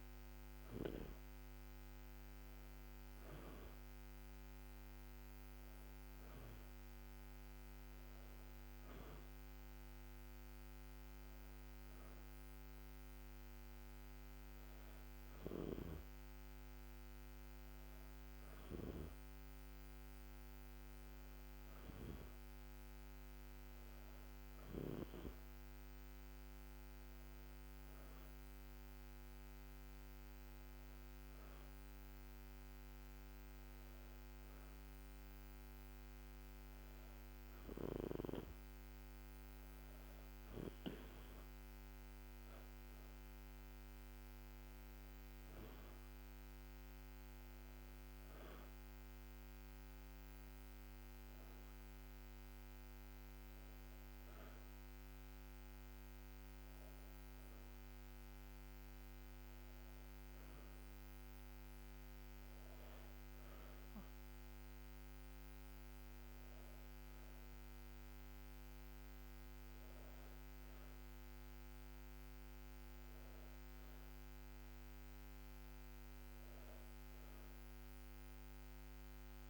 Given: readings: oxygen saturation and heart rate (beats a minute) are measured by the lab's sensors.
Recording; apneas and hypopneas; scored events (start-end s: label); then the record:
breathing in sleep, hard to hear, by a microphone on the trachea; none
0.00-1.00 s: arousal
From the record:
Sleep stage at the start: N2 (light sleep); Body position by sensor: on the back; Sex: female